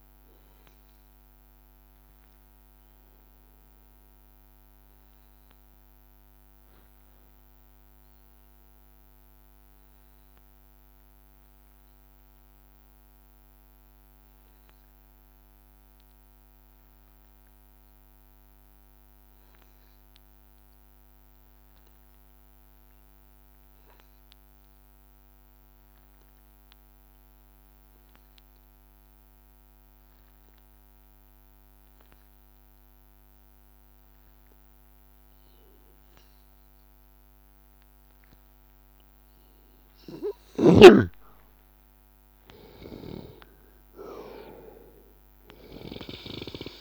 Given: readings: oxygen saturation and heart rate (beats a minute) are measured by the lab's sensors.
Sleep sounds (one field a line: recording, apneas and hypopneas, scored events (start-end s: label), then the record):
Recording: breathing in sleep by a microphone on the trachea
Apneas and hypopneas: 1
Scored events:
0.00-10.00 s: oxygen desaturation (device-marked, oxygen 93% lowest, heart rate 81 extreme)
1.50-36.00 s: hypopnea (oxygen 98% before, 90% lowest, heart rate 83 before, 81 extreme, up 2 after)
30.00-46.81 s: oxygen desaturation (device-marked, oxygen 98% before, 90% lowest, heart rate 82 before, 81 extreme)
37.50-41.00 s: arousal
From the record:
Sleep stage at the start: N2 (light sleep)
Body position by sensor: on the back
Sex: male